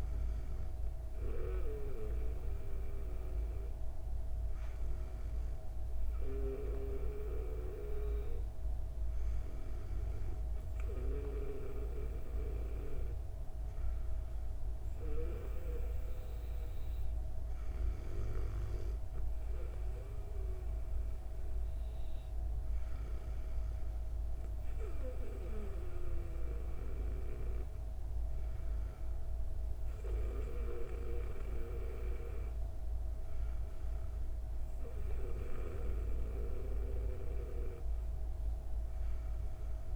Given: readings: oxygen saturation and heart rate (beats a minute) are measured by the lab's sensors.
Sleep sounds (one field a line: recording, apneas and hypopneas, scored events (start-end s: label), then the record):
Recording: breathing in sleep by a room microphone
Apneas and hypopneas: none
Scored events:
none scored
From the record:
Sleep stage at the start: N2 (light sleep)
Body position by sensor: on the back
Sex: female